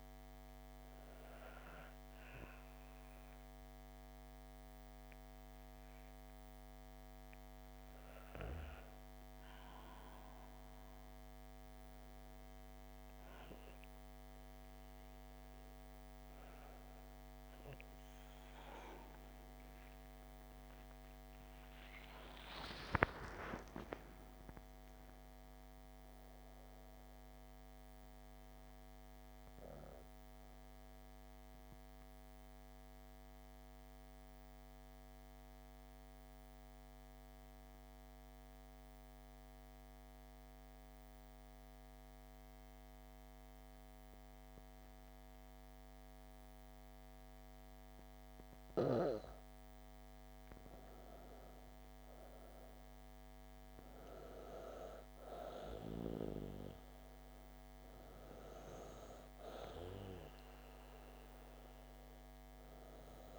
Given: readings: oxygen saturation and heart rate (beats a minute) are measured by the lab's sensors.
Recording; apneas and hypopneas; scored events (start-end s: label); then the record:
breathing in sleep by a microphone on the trachea; 1
22.00-26.50 s: arousal
31.50-47.50 s: obstructive apnea (oxygen 97% before, 92% lowest, heart rate 76 before, 53 extreme, up 42 after)
49.50-53.00 s: arousal
49.50-63.39 s: oxygen desaturation (device-marked, oxygen 97% before, 92% lowest, heart rate 57 before, 66 extreme)
From the record:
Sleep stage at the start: N2 (light sleep); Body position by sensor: on the back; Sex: female